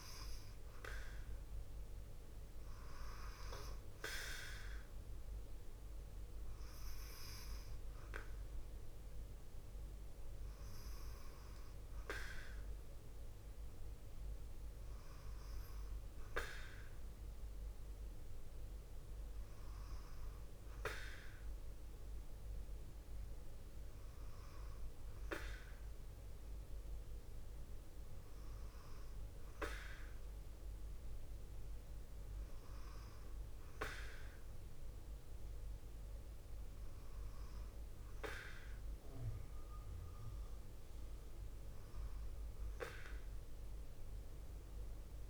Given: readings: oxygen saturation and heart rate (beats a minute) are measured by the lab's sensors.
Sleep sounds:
breathing in sleep by a room microphone; none
none scored
From the record:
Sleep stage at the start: N2 (light sleep); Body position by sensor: on the left side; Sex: female

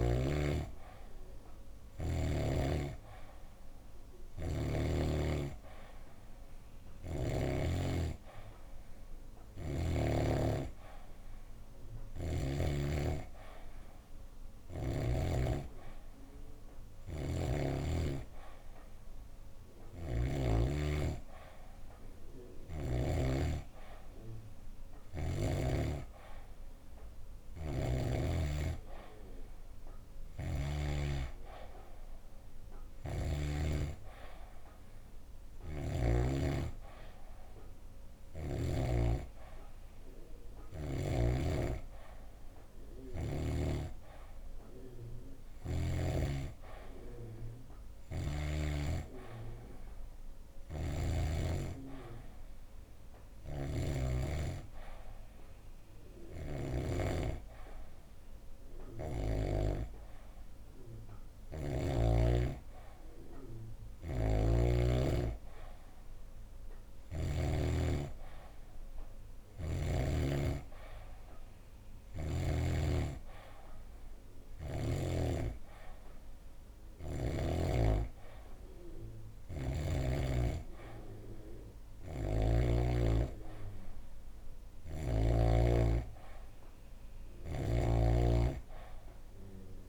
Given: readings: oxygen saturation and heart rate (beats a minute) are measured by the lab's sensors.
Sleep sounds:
breathing in sleep by a room microphone; none
11.50-15.00 s: snoring (device-marked)
19.50-23.00 s: snoring (device-marked)
32.50-36.00 s: snoring (device-marked)
53.00-56.50 s: snoring (device-marked)
63.50-67.00 s: snoring (device-marked)
81.50-85.00 s: snoring (device-marked)
From the record:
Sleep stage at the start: N2 (light sleep); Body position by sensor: on the back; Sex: female

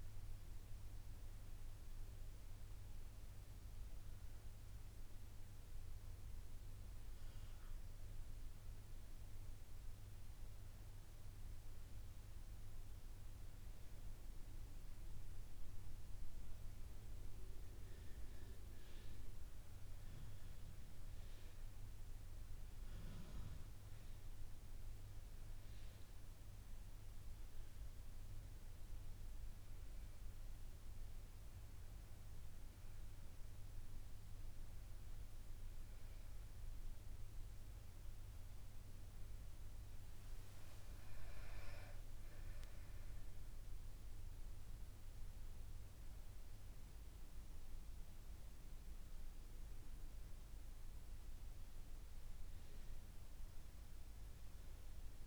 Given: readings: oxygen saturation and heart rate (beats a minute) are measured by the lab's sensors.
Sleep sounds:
breathing in sleep, hard to hear, by a room microphone; none
0.00-8.00 s: oxygen desaturation (device-marked, oxygen 96% lowest, heart rate 71 extreme)
40.00-45.00 s: arousal
From the record:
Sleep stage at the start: N1 (lightest sleep); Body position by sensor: on the back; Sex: female

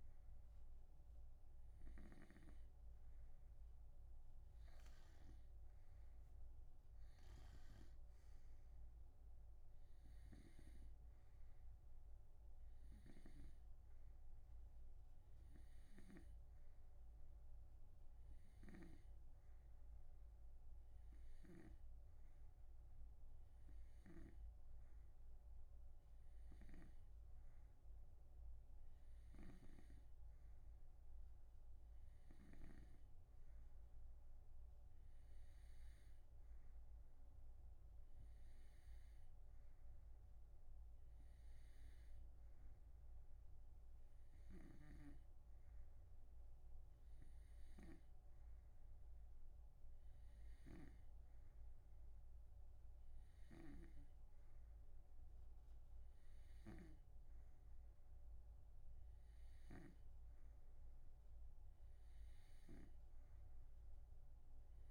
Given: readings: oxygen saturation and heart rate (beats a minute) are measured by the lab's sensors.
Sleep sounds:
breathing in sleep by a room microphone; none
44.50-60.50 s: snoring (device-marked)
From the record:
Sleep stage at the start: N2 (light sleep); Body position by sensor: on the right side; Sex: male

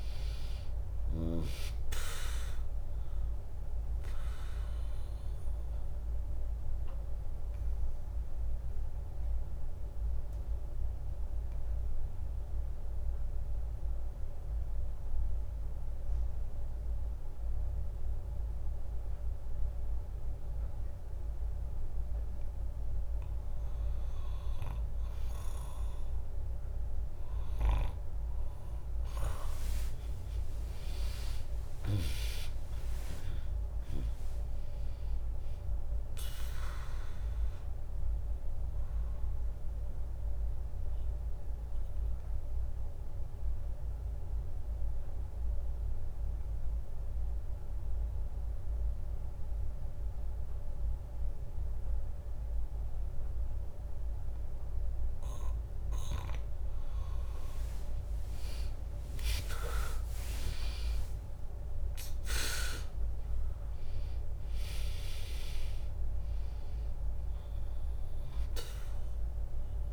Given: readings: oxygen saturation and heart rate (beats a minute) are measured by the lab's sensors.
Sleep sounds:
breathing in sleep by a room microphone; 2
0.00-8.50 s: drop in pulse transit time (device-marked, heart rate 60 extreme)
0.50-19.50 s: oxygen desaturation (device-marked, oxygen 100% before, 95% lowest, heart rate 66 before, 59 extreme)
5.00-23.00 s: obstructive apnea (oxygen 100% before, 95% lowest, heart rate 65 before, 59 extreme, up 0 after)
24.50-26.50 s: bradycardia (device-marked, heart rate 67 before, 65 extreme)
25.00-28.00 s: arousal
28.50-40.50 s: drop in pulse transit time (device-marked, heart rate 70 before, 59 extreme)
37.00-55.50 s: obstructive apnea (oxygen 100% before, 95% lowest, heart rate 68 before, 60 extreme, up 1 after)
58.50-69.50 s: drop in pulse transit time (device-marked, heart rate 64 before, 62 extreme)
59.00-63.00 s: arousal
64.50-69.93 s: oxygen desaturation (device-marked, oxygen 99% before, 95% lowest, heart rate 63 before, 60 extreme)
From the record:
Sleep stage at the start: N2 (light sleep); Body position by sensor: on the back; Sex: female

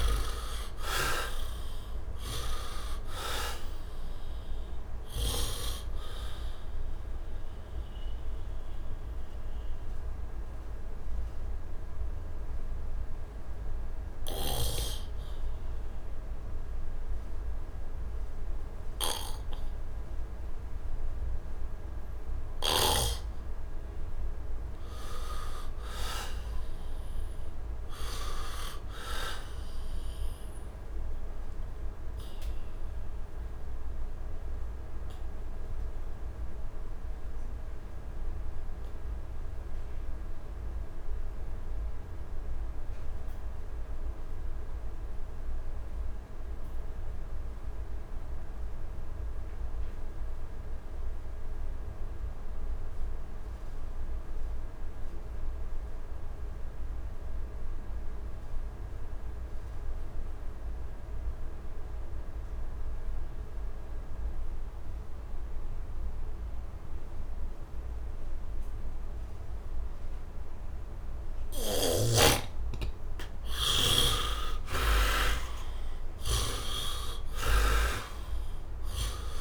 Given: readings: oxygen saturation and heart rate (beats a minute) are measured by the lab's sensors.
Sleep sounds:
breathing in sleep by a room microphone; 2
0.00-1.00 s: arousal
0.00-25.00 s: oxygen desaturation (device-marked, oxygen 45% lowest, heart rate 69 extreme)
8.50-24.50 s: mixed apnea (oxygen 64% before, 45% lowest, heart rate 83 before, 69 extreme, up 7 after)
9.00-39.00 s: new sleep stage, N1 (lightest sleep)
26.50-31.00 s: arousal
33.00-44.00 s: oxygen desaturation (device-marked, oxygen 99% before, 74% lowest, heart rate 81 before, 69 extreme)
34.00-72.00 s: obstructive apnea (oxygen 99% before, 52% lowest, heart rate 82 before, 69 extreme, up 52 after)
39.00-79.41 s: new sleep stage, N2 (light sleep)
46.00-79.41 s: oxygen desaturation (device-marked, oxygen 99% before, 52% lowest, heart rate 76 before, 73 extreme)
73.00-78.00 s: arousal
73.50-77.50 s: snoring (device-marked)
From the record:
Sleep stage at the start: N2 (light sleep); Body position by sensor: on the back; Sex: male

